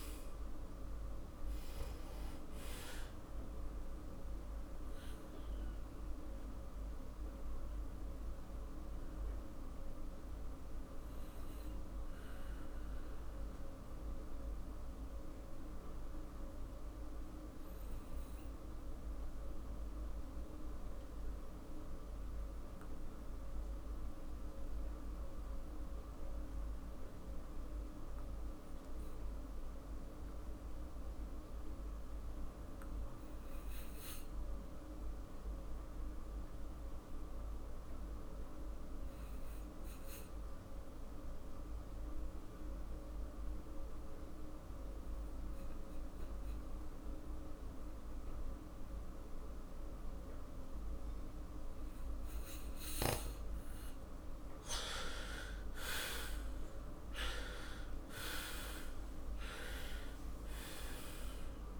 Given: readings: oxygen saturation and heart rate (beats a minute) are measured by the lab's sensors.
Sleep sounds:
breathing in sleep, hard to hear, by a room microphone; 1
5.00-52.00 s: mixed apnea (oxygen 98% before, 88% lowest, heart rate 52 before, 45 extreme, up 12 after)
27.00-42.00 s: oxygen desaturation (device-marked, oxygen 98% before, 90% lowest, heart rate 47 before, 47 extreme)
55.00-60.50 s: arousal
From the record:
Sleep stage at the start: N2 (light sleep); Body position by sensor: on the back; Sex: male

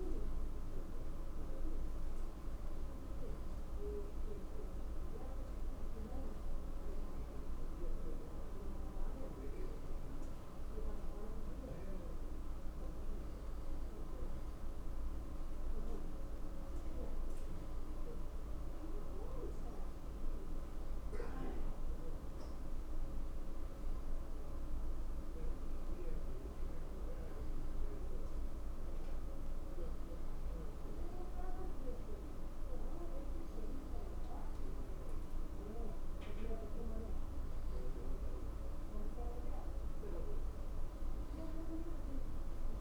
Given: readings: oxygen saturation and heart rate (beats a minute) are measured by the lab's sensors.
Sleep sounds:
breathing in sleep, hard to hear, by a room microphone; none
26.50-42.81 s: new sleep stage, N2 (light sleep)
From the record:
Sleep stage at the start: N1 (lightest sleep); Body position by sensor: on the back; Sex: male

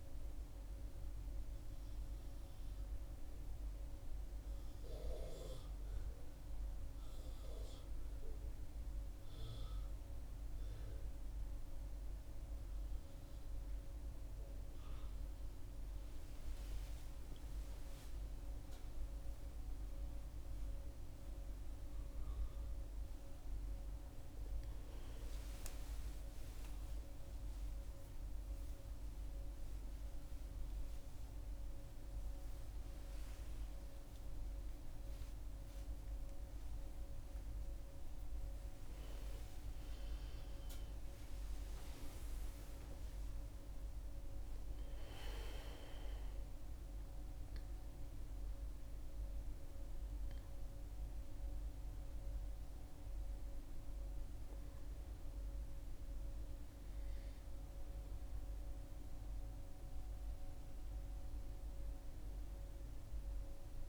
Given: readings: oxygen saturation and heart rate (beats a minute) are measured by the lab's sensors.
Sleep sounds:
a person awake in a sleep study, hard to hear, by a room microphone; none
none scored
From the record:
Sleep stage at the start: awake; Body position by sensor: on the back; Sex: female

